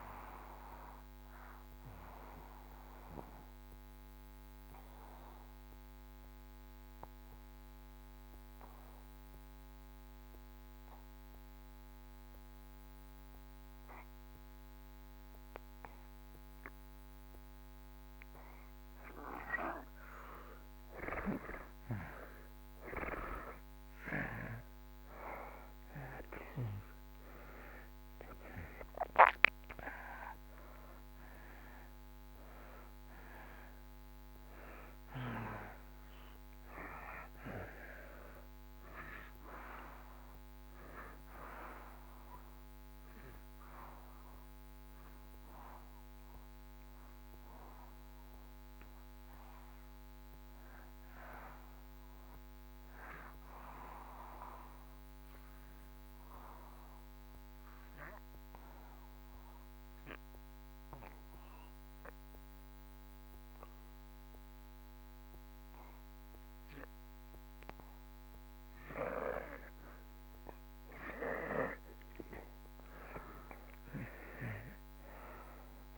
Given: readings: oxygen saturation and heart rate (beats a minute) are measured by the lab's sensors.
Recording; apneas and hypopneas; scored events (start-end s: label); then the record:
breathing in sleep by a microphone on the trachea; 2
0.00-9.50 s: oxygen desaturation (device-marked, oxygen 77% lowest)
1.50-18.50 s: obstructive apnea (oxygen 96% before, 77% lowest)
20.50-25.50 s: arousal
27.50-56.50 s: oxygen desaturation (device-marked, oxygen 95% before, 77% lowest)
54.50-70.00 s: obstructive apnea (oxygen 93% before, 77% lowest)
68.50-75.98 s: oxygen desaturation (device-marked, oxygen 96% before, 77% lowest)
71.50-75.98 s: arousal
From the record:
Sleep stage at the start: N2 (light sleep); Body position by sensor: on the back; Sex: male